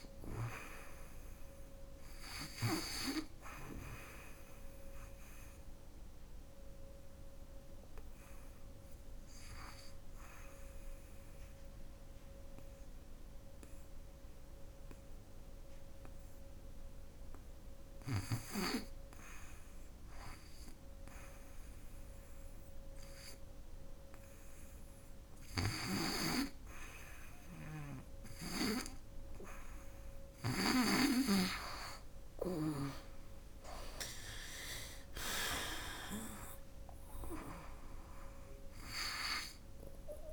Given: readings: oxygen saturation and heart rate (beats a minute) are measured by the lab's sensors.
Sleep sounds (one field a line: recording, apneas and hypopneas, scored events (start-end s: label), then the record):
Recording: breathing in sleep by a room microphone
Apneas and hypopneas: 1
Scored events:
0.00-5.00 s: oxygen desaturation (device-marked, oxygen 92% lowest, heart rate 67 extreme)
4.00-28.50 s: hypopnea (oxygen 99% before, 94% lowest, heart rate 81 before, 67 extreme, up 21 after)
25.00-30.00 s: snoring (device-marked)
31.50-36.50 s: arousal
From the record:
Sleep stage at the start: N2 (light sleep)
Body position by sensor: on the back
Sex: female